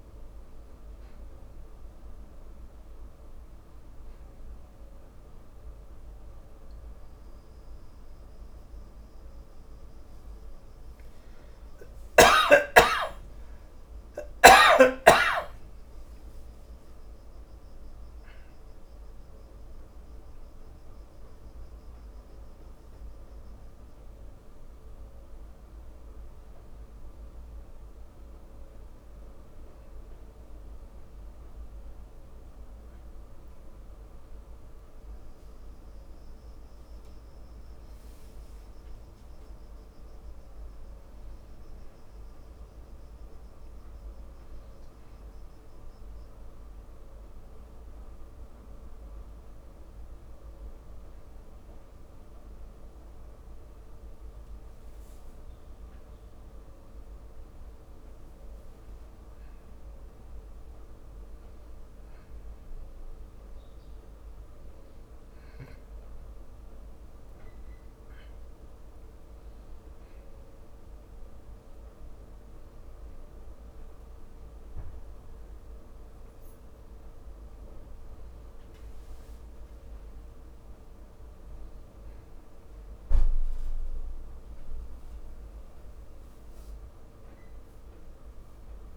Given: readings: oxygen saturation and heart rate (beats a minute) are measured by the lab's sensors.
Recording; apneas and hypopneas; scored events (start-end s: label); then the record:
a person partly awake in a sleep study, hard to hear, by a room microphone; 1
11.00-15.50 s: arousal
17.00-28.00 s: mixed apnea (oxygen 95% before, 95% lowest)
30.50-35.00 s: arousal
51.00-88.97 s: new sleep stage, awake
From the record:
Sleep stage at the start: N2 (light sleep); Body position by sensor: on the back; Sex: male